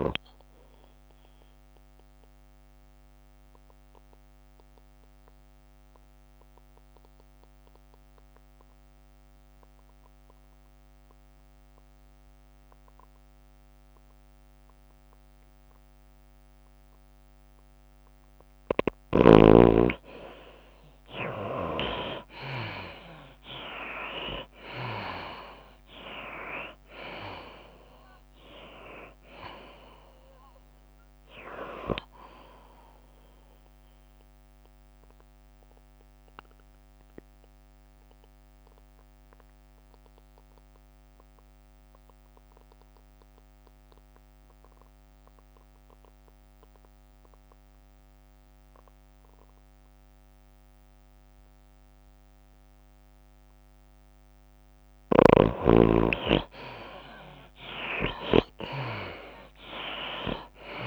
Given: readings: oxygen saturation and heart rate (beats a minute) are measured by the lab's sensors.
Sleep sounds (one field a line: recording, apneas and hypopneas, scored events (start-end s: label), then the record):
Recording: breathing in sleep by a microphone on the trachea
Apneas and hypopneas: 2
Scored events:
0.00-6.00 s: drop in pulse transit time (device-marked, heart rate 89 extreme)
0.00-16.00 s: oxygen desaturation (device-marked, oxygen 79% lowest, heart rate 87 extreme)
2.50-19.50 s: obstructive apnea (oxygen 94% before, 76% lowest, heart rate 92 before, 87 extreme, up 10 after)
20.00-22.00 s: long interval between heartbeats (device-marked, heart rate 93 before, 88 extreme)
22.50-27.00 s: arousal
23.00-43.00 s: drop in pulse transit time (device-marked, heart rate 91 before, 90 extreme)
26.00-46.00 s: oxygen desaturation (device-marked, oxygen 96% before, 76% lowest, heart rate 90 before, 88 extreme)
27.00-32.00 s: tachycardia (device-marked, heart rate 93 before, 102 extreme)
34.50-54.50 s: obstructive apnea (oxygen 96% before, 76% lowest, heart rate 93 before, 88 extreme, up 8 after)
53.00-60.87 s: oxygen desaturation (device-marked, oxygen 96% before, 76% lowest, heart rate 95 before, 85 extreme)
57.00-60.87 s: arousal
From the record:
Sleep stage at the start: N2 (light sleep)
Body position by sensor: on the back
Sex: female